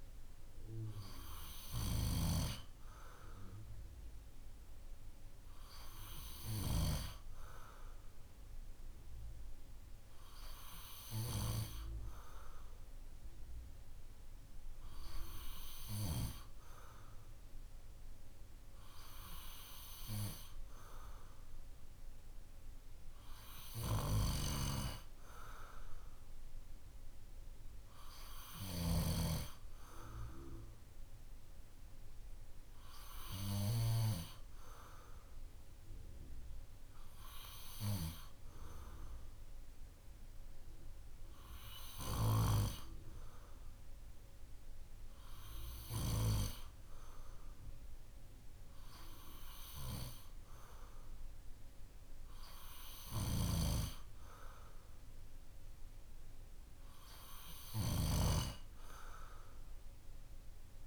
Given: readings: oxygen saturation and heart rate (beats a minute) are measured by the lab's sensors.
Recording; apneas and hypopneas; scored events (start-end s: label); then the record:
breathing in sleep by a room microphone; none
53.00-58.00 s: snoring (device-marked)
From the record:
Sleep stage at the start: N2 (light sleep); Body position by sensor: on the back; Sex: male